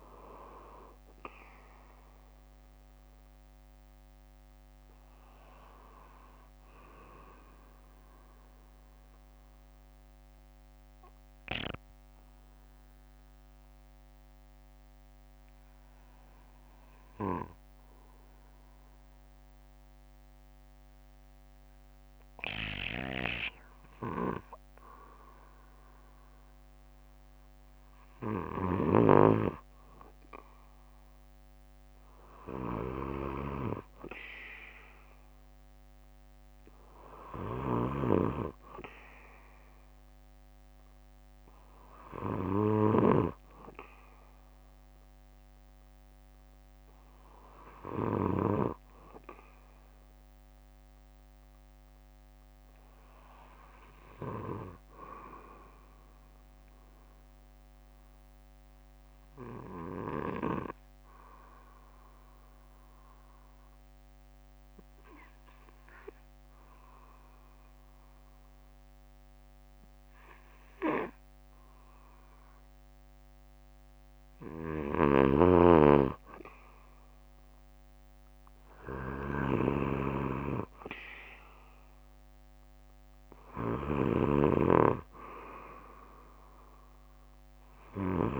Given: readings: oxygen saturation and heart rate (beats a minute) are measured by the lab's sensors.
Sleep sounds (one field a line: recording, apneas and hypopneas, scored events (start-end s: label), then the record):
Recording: breathing in sleep by a microphone on the trachea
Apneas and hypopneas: 2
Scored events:
0.00-10.00 s: bradycardia (device-marked, heart rate 56 extreme)
9.50-27.00 s: obstructive apnea (oxygen 96% before, 94% lowest, heart rate 60 before, 52 extreme, up 5 after)
12.00-16.00 s: bradycardia (device-marked, heart rate 60 before, 56 extreme)
17.00-19.00 s: bradycardia (device-marked, heart rate 60 before, 59 extreme)
20.00-30.00 s: bradycardia (device-marked, heart rate 60 before, 55 extreme)
30.50-34.00 s: arousal
33.00-40.00 s: bradycardia (device-marked, heart rate 60 before, 52 extreme)
45.00-52.00 s: bradycardia (device-marked, heart rate 60 before, 58 extreme)
53.00-56.00 s: bradycardia (device-marked, heart rate 60 before, 58 extreme)
57.50-73.50 s: obstructive apnea (oxygen 97% before, 93% lowest, heart rate 58 before, 56 extreme, up 9 after)
58.00-60.00 s: bradycardia (device-marked, heart rate 60 before, 59 extreme)
68.00-70.00 s: bradycardia (device-marked, heart rate 60 before, 60 extreme)
77.50-82.50 s: arousal
From the record:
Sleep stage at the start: N2 (light sleep)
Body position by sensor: on the back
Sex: male